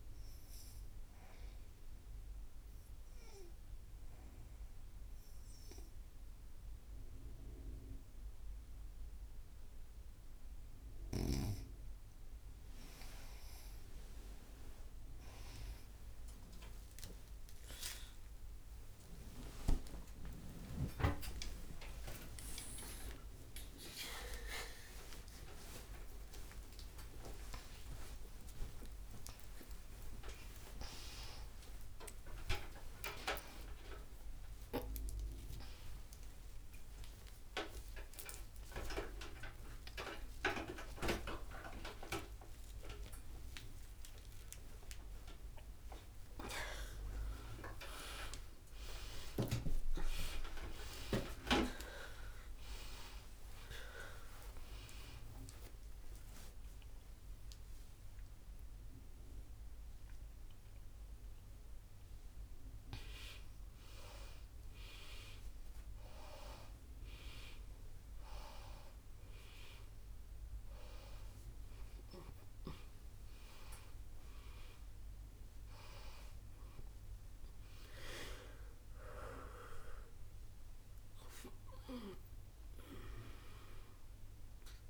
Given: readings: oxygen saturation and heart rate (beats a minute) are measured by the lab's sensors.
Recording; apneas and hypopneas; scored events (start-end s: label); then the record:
a person awake in a sleep study, by a room microphone; 1
1.00-11.50 s: obstructive apnea (oxygen 97% before, 89% lowest, heart rate 94 before, 67 extreme, up 32 after)
11.00-16.00 s: snoring (device-marked)
13.00-18.00 s: tachycardia (device-marked, heart rate 90 before, 118 extreme)
17.00-44.00 s: oxygen desaturation (device-marked, oxygen 98% before, 89% lowest, heart rate 92 before, 67 extreme)
21.00-81.00 s: new sleep stage, awake
24.00-53.00 s: tachycardia (device-marked, heart rate 90 before, 180 extreme)
60.00-65.00 s: tachycardia (device-marked, heart rate 93 before, 101 extreme)
69.00-82.00 s: oxygen desaturation (device-marked, oxygen 100% before, 96% lowest, heart rate 110 before, 93 extreme)
81.00-84.90 s: new sleep stage, N1 (lightest sleep)
From the record:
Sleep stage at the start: N2 (light sleep); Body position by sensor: on the back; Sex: female